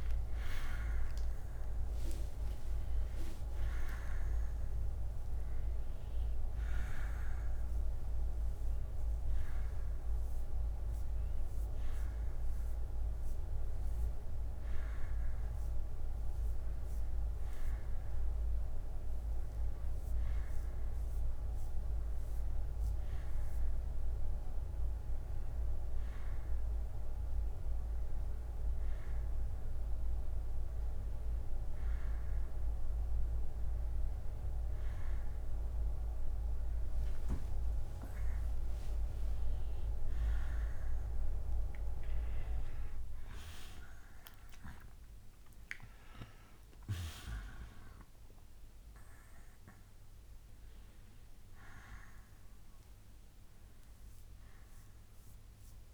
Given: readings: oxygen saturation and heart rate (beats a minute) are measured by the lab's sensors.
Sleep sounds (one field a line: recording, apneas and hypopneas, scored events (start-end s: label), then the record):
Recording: breathing in sleep by a room microphone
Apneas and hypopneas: none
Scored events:
0.00-5.50 s: oxygen desaturation (device-marked, oxygen 92% lowest, heart rate 63 extreme)
7.50-22.50 s: oxygen desaturation (device-marked, oxygen 95% before, 91% lowest, heart rate 106 before, 63 extreme)
37.50-42.00 s: arousal
From the record:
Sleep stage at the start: N1 (lightest sleep)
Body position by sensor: on the back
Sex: male